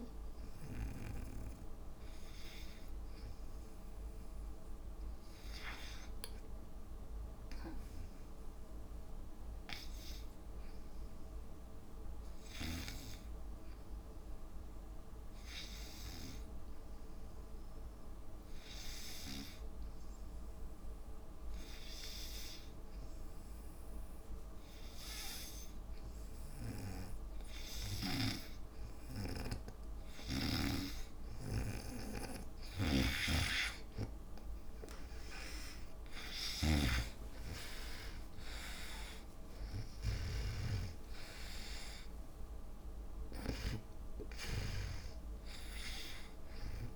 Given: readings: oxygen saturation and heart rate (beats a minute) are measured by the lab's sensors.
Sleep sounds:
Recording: breathing in sleep by a room microphone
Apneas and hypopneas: 1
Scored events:
0.00-12.00 s: oxygen desaturation (device-marked, oxygen 84% lowest, heart rate 54 extreme)
9.50-29.50 s: hypopnea (oxygen 98% before, 81% lowest, heart rate 69 before, 57 extreme, up 14 after)
26.00-46.96 s: oxygen desaturation (device-marked, oxygen 98% before, 89% lowest, heart rate 58 before, 56 extreme)
32.50-43.50 s: snoring (device-marked)
37.00-41.00 s: tachycardia (device-marked, heart rate 67 before, 104 extreme)
37.00-41.50 s: arousal
37.50-39.50 s: long interval between heartbeats (device-marked, heart rate 60 before, 72 extreme)
39.00-46.96 s: drop in pulse transit time (device-marked, heart rate 62 before, 63 extreme)
40.50-42.50 s: long interval between heartbeats (device-marked, heart rate 64 before, 104 extreme)
From the record:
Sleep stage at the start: N2 (light sleep)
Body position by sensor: on the back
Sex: female

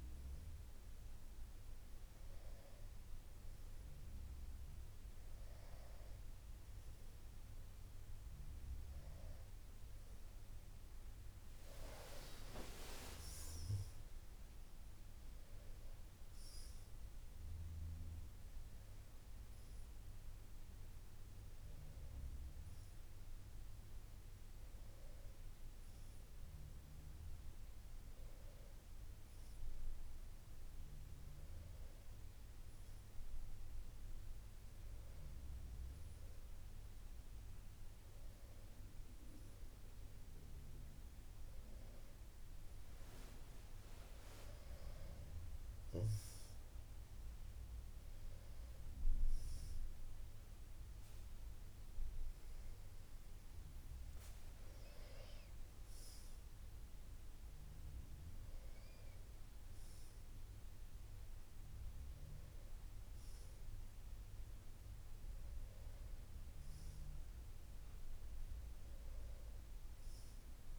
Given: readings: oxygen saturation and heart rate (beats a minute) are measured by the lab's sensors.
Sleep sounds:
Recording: a person awake in a sleep study, hard to hear, by a room microphone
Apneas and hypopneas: none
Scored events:
none scored
From the record:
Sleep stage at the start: awake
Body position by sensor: on the back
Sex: female

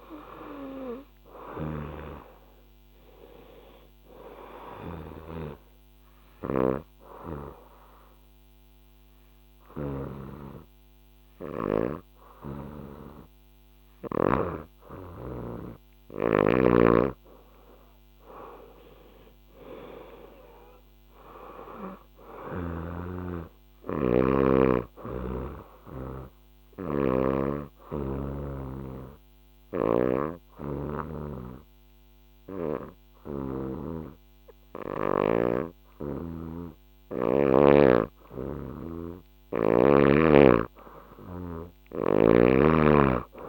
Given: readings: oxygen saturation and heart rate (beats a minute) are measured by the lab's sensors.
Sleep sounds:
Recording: breathing in sleep by a microphone on the trachea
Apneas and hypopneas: 2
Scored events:
3.50-14.50 s: obstructive apnea (oxygen 97% before, 93% lowest, heart rate 78 before, 66 extreme, up 4 after)
5.50-14.00 s: snoring (device-marked)
14.00-43.49 s: new sleep stage, N2 (light sleep)
15.50-19.50 s: arousal
16.00-22.50 s: snoring (device-marked)
22.50-37.50 s: obstructive apnea (oxygen 97% before, 93% lowest, heart rate 70 before, 66 extreme, up 4 after)
27.00-35.00 s: snoring (device-marked)
39.50-43.00 s: arousal
41.00-43.49 s: oxygen desaturation (device-marked, oxygen 97% before, 93% lowest, heart rate 69 before, 68 extreme)
From the record:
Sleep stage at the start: N1 (lightest sleep)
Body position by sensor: on the back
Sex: female

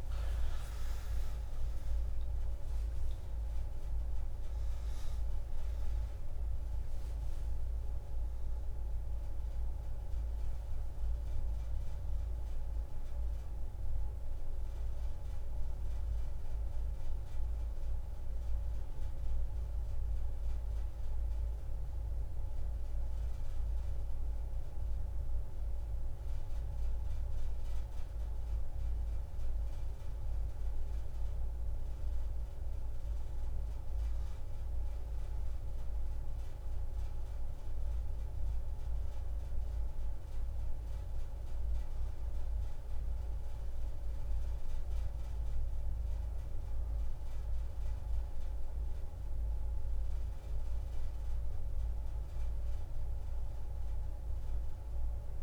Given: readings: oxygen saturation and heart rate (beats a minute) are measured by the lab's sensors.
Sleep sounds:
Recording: a person partly awake in a sleep study, hard to hear, by a room microphone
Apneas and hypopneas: none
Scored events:
2.50-32.50 s: new sleep stage, N1 (lightest sleep)
30.50-48.50 s: oxygen desaturation (device-marked, oxygen 99% before, 94% lowest)
32.50-55.43 s: new sleep stage, N2 (light sleep)
From the record:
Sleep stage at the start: awake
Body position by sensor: on the back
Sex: female

